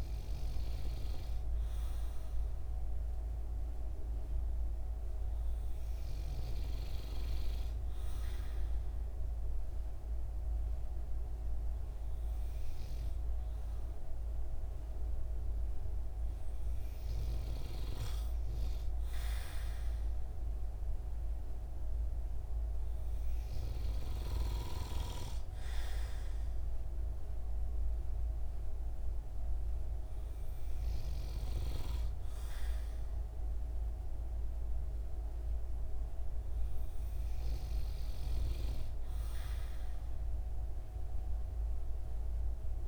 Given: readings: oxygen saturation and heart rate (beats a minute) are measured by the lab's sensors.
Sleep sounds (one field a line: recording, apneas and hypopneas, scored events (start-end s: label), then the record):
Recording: breathing in sleep, hard to hear, by a room microphone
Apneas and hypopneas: none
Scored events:
none scored
From the record:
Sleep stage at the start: N2 (light sleep)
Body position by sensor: on the right side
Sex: male